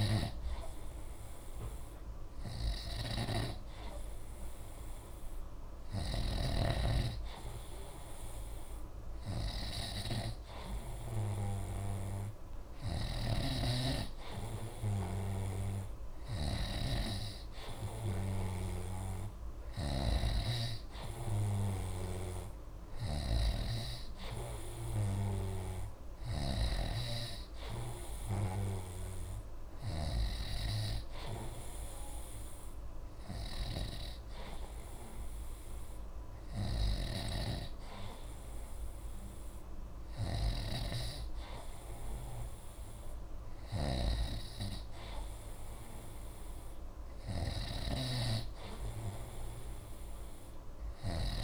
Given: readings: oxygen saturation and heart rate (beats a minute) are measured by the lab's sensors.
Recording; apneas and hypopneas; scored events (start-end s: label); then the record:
breathing in sleep by a room microphone; none
0.00-6.50 s: snoring (device-marked)
13.00-30.50 s: snoring (device-marked)
36.50-51.44 s: snoring (device-marked)
From the record:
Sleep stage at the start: N3 (deep sleep); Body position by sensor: on the right side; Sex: male